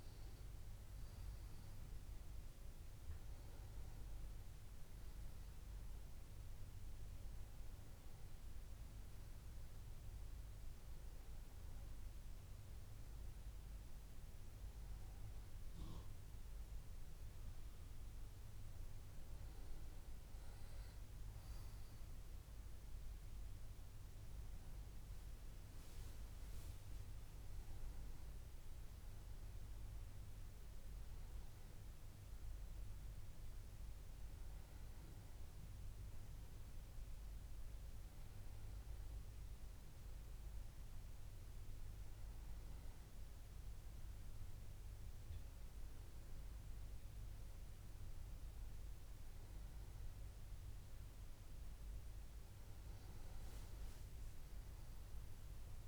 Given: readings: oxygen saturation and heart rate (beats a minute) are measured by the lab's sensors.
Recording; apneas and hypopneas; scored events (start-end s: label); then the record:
breathing in sleep, hard to hear, by a room microphone; none
none scored
From the record:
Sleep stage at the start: N1 (lightest sleep); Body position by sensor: on the back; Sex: male